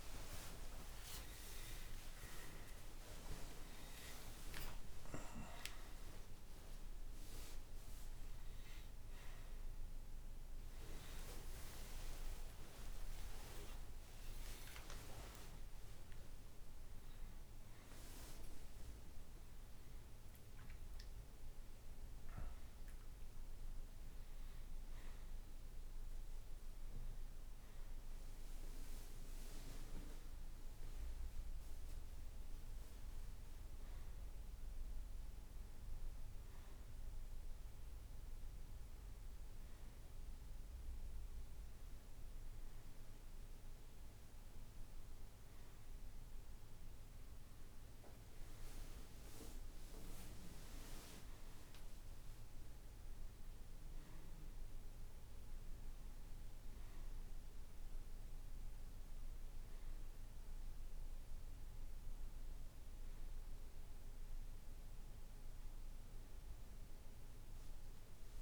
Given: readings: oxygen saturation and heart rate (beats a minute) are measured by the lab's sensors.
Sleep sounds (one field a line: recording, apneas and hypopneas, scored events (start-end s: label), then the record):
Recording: a person awake in a sleep study, by a room microphone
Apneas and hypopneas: none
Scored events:
0.00-3.00 s: tachycardia (device-marked)
11.00-13.00 s: tachycardia (device-marked)
38.00-56.00 s: oxygen desaturation (device-marked, oxygen 97% before, 94% lowest, heart rate 77 before, 70 extreme)
40.00-68.42 s: new sleep stage, N1 (lightest sleep)
From the record:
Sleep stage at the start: awake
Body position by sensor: on the back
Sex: male